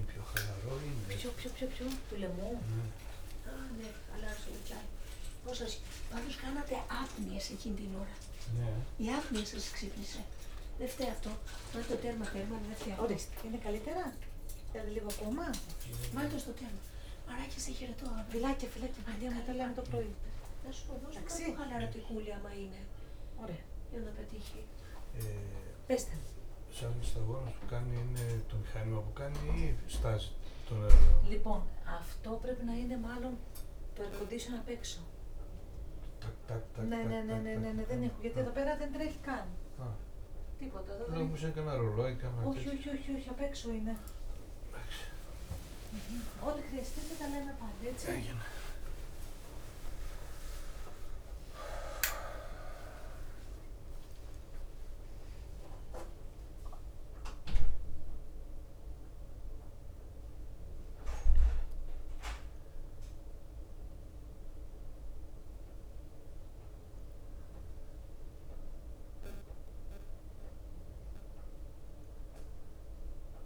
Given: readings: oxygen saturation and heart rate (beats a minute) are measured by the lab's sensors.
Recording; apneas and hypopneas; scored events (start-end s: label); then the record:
a person awake in a sleep study, by a room microphone; none
0.00-1.00 s: long interval between heartbeats (device-marked, heart rate 173 extreme)
0.00-1.50 s: tachycardia (device-marked, heart rate 182 extreme)
0.00-4.50 s: drop in pulse transit time (device-marked, heart rate 107 extreme)
0.00-9.00 s: snoring (device-marked)
3.50-5.50 s: long interval between heartbeats (device-marked, heart rate 113 before, 75 extreme)
8.50-10.50 s: long interval between heartbeats (device-marked, heart rate 115 before, 63 extreme)
11.50-18.50 s: bradycardia (device-marked)
16.00-27.50 s: snoring (device-marked)
16.50-26.50 s: drop in pulse transit time (device-marked, heart rate 97 before, 33 extreme)
17.50-19.50 s: long interval between heartbeats (device-marked, heart rate 89 before, 41 extreme)
20.50-22.50 s: long interval between heartbeats (device-marked, heart rate 69 before, 40 extreme)
21.50-43.50 s: bradycardia (device-marked)
23.50-38.50 s: oxygen desaturation (device-marked, oxygen 94% before, 89% lowest)
24.50-26.50 s: long interval between heartbeats (device-marked, heart rate 55 before, 33 extreme)
29.50-41.50 s: drop in pulse transit time (device-marked)
35.50-37.50 s: long interval between heartbeats (device-marked)
36.50-40.50 s: snoring (device-marked)
38.00-40.00 s: long interval between heartbeats (device-marked, heart rate 34 before, 27 extreme)
44.50-73.46 s: new sleep stage, N1 (lightest sleep)
46.50-55.50 s: tachycardia (device-marked, heart rate 75 before, 154 extreme)
47.00-49.00 s: long interval between heartbeats (device-marked, heart rate 33 before, 66 extreme)
50.00-52.00 s: long interval between heartbeats (device-marked, heart rate 40 before, 126 extreme)
52.00-54.00 s: long interval between heartbeats (device-marked, heart rate 49 before, 145 extreme)
61.50-73.46 s: oxygen desaturation (device-marked, oxygen 94% before, 88% lowest, heart rate 93 before, 59 extreme)
From the record:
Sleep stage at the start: awake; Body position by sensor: upright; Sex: male